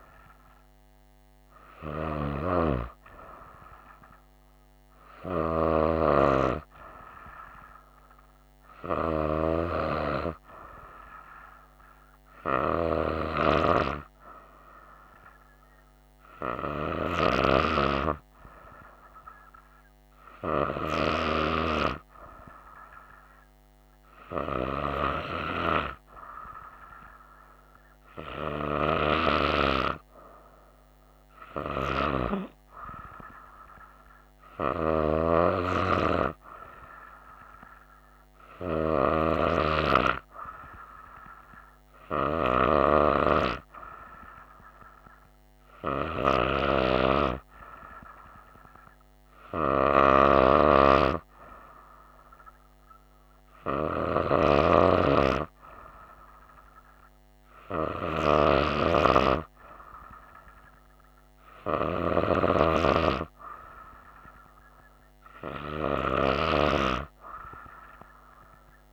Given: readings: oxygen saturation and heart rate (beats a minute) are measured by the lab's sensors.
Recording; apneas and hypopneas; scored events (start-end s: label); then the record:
breathing in sleep by a microphone on the trachea; none
none scored
From the record:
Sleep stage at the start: N2 (light sleep); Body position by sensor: on the right side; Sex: female